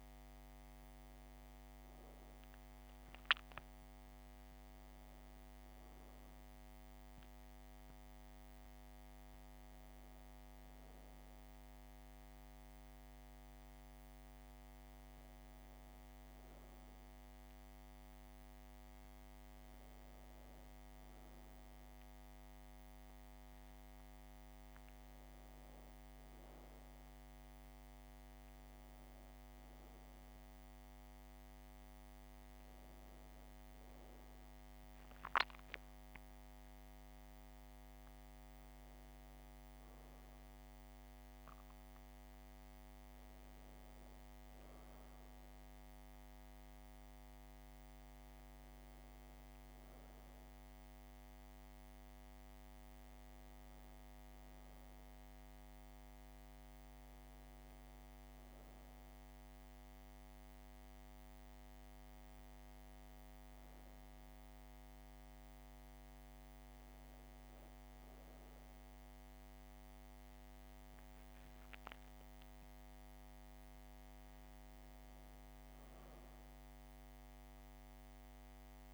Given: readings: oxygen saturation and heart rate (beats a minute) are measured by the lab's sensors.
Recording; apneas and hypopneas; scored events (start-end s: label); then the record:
a person awake in a sleep study, hard to hear, by a microphone on the trachea; none
45.50-78.94 s: new sleep stage, N1 (lightest sleep)
From the record:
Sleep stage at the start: awake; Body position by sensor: on the back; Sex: female